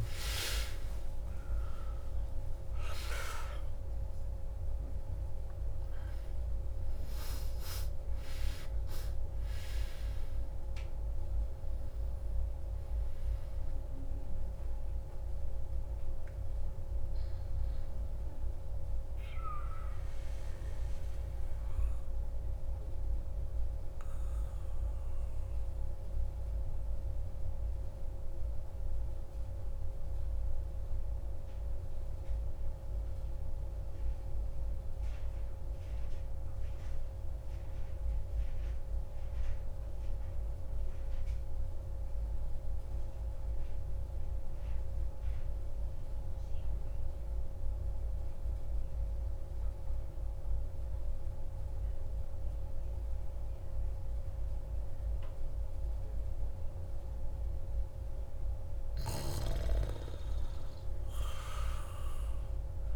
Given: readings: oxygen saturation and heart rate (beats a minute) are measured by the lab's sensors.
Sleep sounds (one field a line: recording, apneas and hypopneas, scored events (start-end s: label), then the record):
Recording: breathing in sleep, hard to hear, by a room microphone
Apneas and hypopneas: 1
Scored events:
0.00-4.00 s: arousal
0.00-22.00 s: oxygen desaturation (device-marked, oxygen 88% lowest)
25.50-57.50 s: mixed apnea (oxygen 98% before, 92% lowest)
55.00-62.96 s: oxygen desaturation (device-marked, oxygen 98% before, 92% lowest)
59.50-62.96 s: arousal
From the record:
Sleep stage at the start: N2 (light sleep)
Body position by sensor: on the back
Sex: male